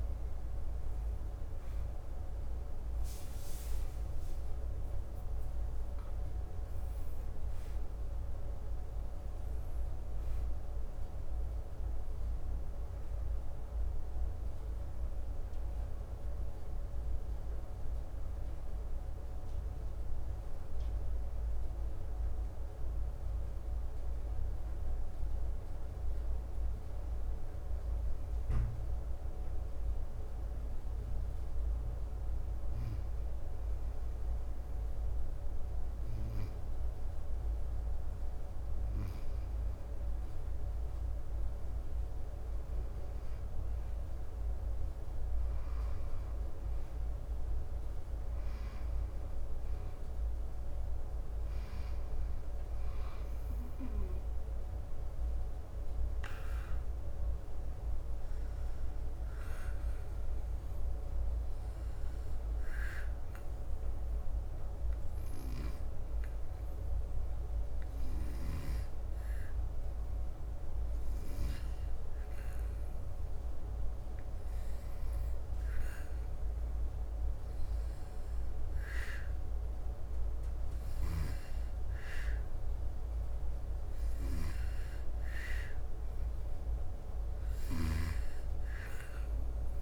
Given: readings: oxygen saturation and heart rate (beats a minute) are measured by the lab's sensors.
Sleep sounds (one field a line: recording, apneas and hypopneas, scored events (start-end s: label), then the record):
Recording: breathing in sleep, hard to hear, by a room microphone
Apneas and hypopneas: 1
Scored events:
7.00-13.00 s: oxygen desaturation (device-marked, oxygen 92% before, 88% lowest, heart rate 83 before, 69 extreme)
50.00-64.00 s: oxygen desaturation (device-marked, oxygen 94% before, 89% lowest, heart rate 69 before, 70 extreme)
61.50-74.00 s: hypopnea (oxygen 94% before, 89% lowest, heart rate 71 before, 70 extreme, up 0 after)
76.00-80.00 s: arousal
From the record:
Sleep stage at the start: N2 (light sleep)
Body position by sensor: on the back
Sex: male